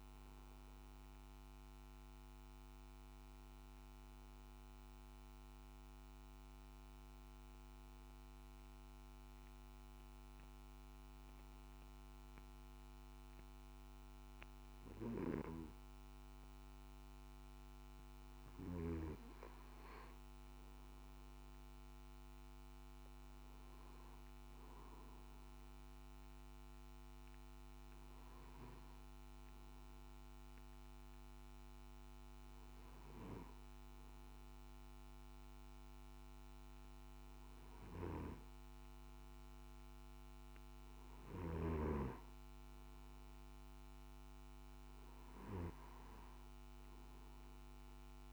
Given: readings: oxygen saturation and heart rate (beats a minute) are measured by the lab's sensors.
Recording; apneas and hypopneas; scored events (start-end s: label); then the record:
breathing in sleep by a microphone on the trachea; 1
7.50-18.50 s: hypopnea (oxygen 95% before, 93% lowest, heart rate 65 before, 57 extreme, up 3 after)
20.50-23.50 s: arousal
30.00-39.00 s: oxygen desaturation (device-marked, oxygen 97% before, 93% lowest, heart rate 61 before, 57 extreme)
From the record:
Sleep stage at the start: N2 (light sleep); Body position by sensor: on the back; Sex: male